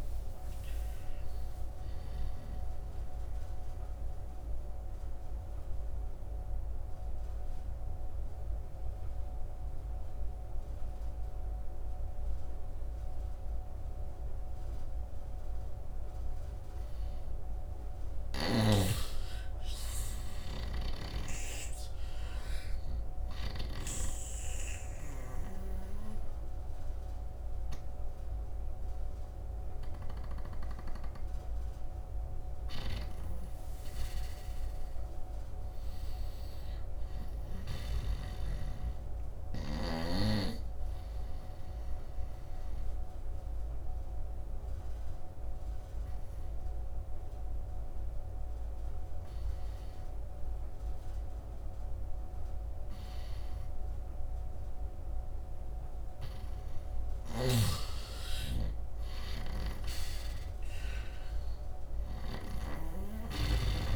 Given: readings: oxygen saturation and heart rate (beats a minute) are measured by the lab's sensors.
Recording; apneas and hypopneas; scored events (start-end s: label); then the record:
breathing in sleep by a room microphone; 3
0.00-11.00 s: oxygen desaturation (device-marked, oxygen 90% lowest, heart rate 62 extreme)
3.00-17.00 s: mixed apnea (oxygen 99% before, 88% lowest, heart rate 79 before, 62 extreme, up 16 after)
19.00-22.00 s: arousal
24.00-34.00 s: obstructive apnea (oxygen 95% before, 84% lowest, heart rate 70 before, 72 extreme, up 9 after)
30.00-42.00 s: oxygen desaturation (device-marked, oxygen 99% before, 89% lowest, heart rate 70 before, 72 extreme)
32.50-37.50 s: snoring (device-marked)
35.50-39.00 s: arousal
42.00-56.50 s: obstructive apnea (oxygen 99% before, 84% lowest, heart rate 77 before, 72 extreme, up 10 after)
57.00-62.00 s: snoring (device-marked)
58.50-62.50 s: arousal
62.00-63.96 s: oxygen desaturation (device-marked, oxygen 96% before, 84% lowest, heart rate 74 before, 69 extreme)
From the record:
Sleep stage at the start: N2 (light sleep); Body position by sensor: on the right side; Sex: male